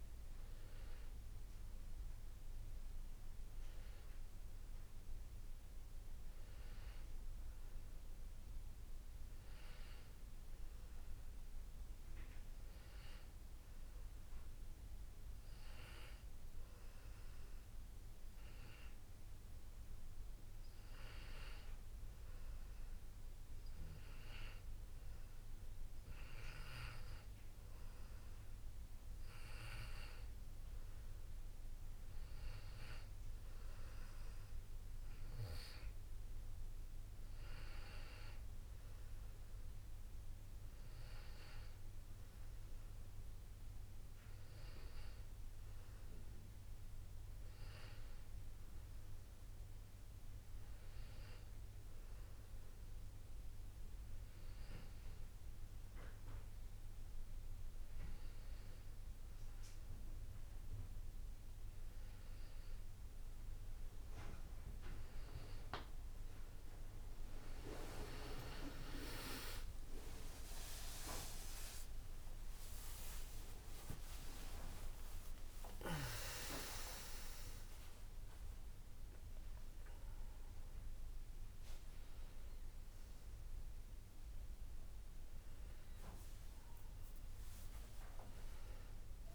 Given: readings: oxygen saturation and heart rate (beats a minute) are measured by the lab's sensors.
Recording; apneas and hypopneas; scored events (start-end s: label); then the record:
breathing in sleep by a room microphone; 1
8.50-12.00 s: arousal
16.00-27.50 s: hypopnea (oxygen 98% before, 94% lowest, heart rate 89 before, 83 extreme, up 0 after)
28.00-30.50 s: arousal
28.00-89.35 s: new sleep stage, N1 (lightest sleep)
69.50-75.00 s: arousal
From the record:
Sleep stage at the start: N2 (light sleep); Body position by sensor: on the back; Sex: male